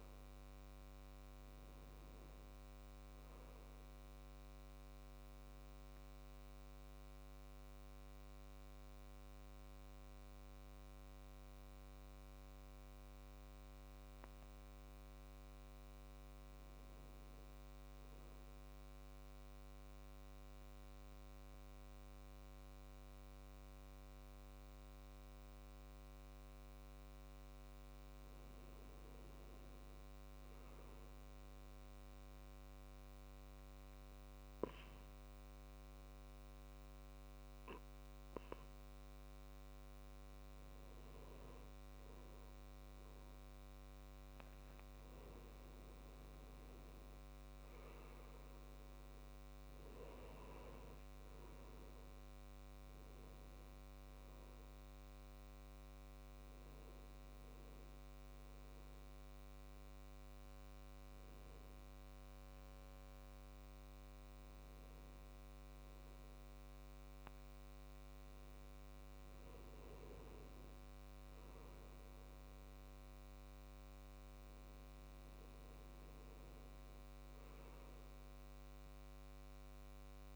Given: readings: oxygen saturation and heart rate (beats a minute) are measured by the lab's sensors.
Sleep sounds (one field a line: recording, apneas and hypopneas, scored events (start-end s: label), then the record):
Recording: breathing in sleep, hard to hear, by a microphone on the trachea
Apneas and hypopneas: 3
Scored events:
0.00-20.00 s: oxygen desaturation (device-marked, oxygen 91% lowest, heart rate 63 extreme)
4.50-15.50 s: obstructive apnea (oxygen 97% before, 91% lowest, heart rate 67 before, 63 extreme, up 4 after)
20.00-24.00 s: arousal
31.50-43.00 s: obstructive apnea (oxygen 98% before, 94% lowest, heart rate 66 before, 66 extreme, up 3 after)
35.00-50.00 s: oxygen desaturation (device-marked, oxygen 98% before, 94% lowest, heart rate 67 before, 66 extreme)
46.50-50.00 s: arousal
54.00-66.50 s: hypopnea (oxygen 98% before, 92% lowest, heart rate 69 before, 65 extreme, up 4 after)
70.50-74.50 s: arousal
From the record:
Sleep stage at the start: N2 (light sleep)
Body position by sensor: on the back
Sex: male